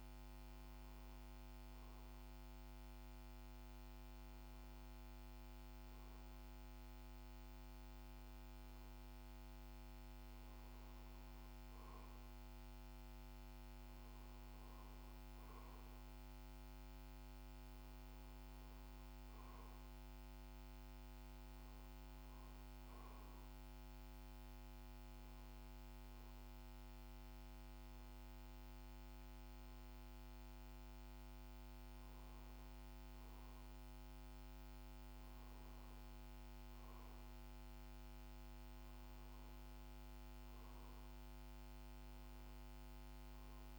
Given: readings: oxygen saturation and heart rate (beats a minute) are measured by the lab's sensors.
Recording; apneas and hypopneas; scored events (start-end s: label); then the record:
breathing in sleep, hard to hear, by a microphone on the trachea; none
none scored
From the record:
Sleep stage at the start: REM sleep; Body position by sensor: on the back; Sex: male